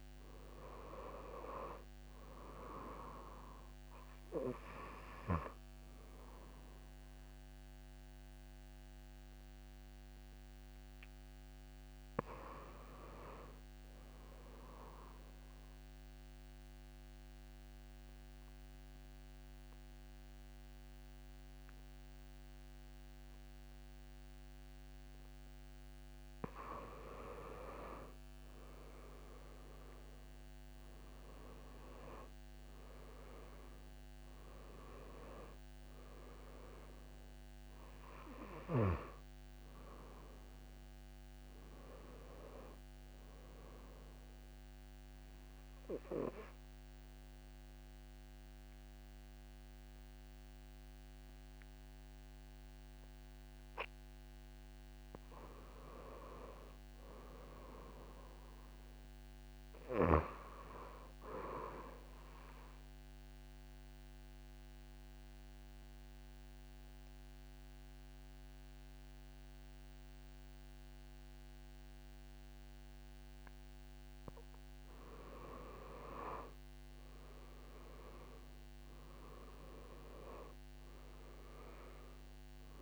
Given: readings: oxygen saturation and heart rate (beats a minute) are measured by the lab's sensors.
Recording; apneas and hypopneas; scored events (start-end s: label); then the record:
breathing in sleep by a microphone on the trachea; 3
3.50-16.50 s: oxygen desaturation (device-marked, oxygen 97% before, 93% lowest)
15.50-27.50 s: obstructive apnea (oxygen 97% before, 91% lowest)
30.50-34.00 s: arousal
32.50-53.50 s: oxygen desaturation (device-marked, oxygen 95% before, 91% lowest)
44.50-55.00 s: obstructive apnea (oxygen 95% before, 91% lowest)
57.00-60.00 s: arousal
63.00-75.00 s: obstructive apnea (oxygen 97% before, 90% lowest)
77.00-81.00 s: arousal
From the record:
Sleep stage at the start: N2 (light sleep); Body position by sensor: on the back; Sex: female